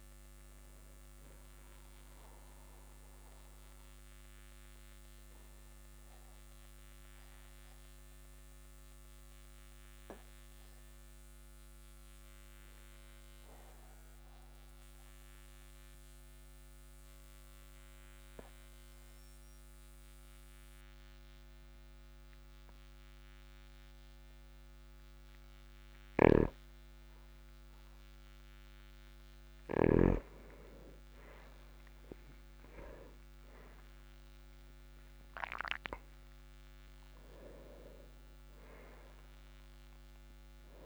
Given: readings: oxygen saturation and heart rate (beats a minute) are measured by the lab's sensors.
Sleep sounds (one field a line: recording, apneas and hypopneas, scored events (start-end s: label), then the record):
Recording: breathing in sleep by a microphone on the trachea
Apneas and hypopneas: 1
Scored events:
4.00-26.50 s: obstructive apnea (oxygen 98% before, 95% lowest, heart rate 49 before, 42 extreme, up 7 after)
26.50-30.50 s: snoring (device-marked)
29.50-33.50 s: arousal
From the record:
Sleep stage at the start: N2 (light sleep)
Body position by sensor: on the back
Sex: male